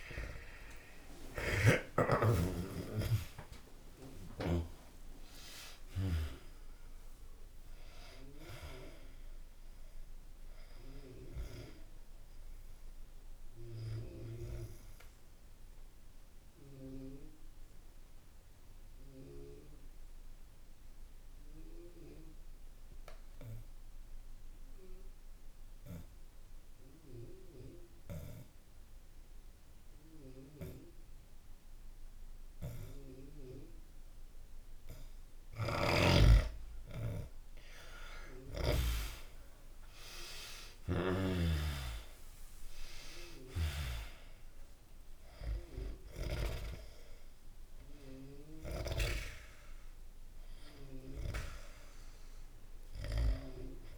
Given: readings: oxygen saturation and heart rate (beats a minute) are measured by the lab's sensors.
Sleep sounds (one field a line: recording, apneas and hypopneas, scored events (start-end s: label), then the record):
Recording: breathing in sleep by a room microphone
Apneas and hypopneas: 1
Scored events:
0.00-2.00 s: snoring (device-marked)
0.00-2.50 s: arousal
3.50-16.50 s: oxygen desaturation (device-marked, oxygen 96% before, 89% lowest, heart rate 66 before, 61 extreme)
14.00-35.50 s: obstructive apnea (oxygen 96% before, 89% lowest, heart rate 69 before, 61 extreme, up 4 after)
36.50-41.50 s: arousal
44.50-53.98 s: oxygen desaturation (device-marked, oxygen 99% before, 90% lowest, heart rate 64 before, 62 extreme)
From the record:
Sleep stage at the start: N2 (light sleep)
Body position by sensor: on the back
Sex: male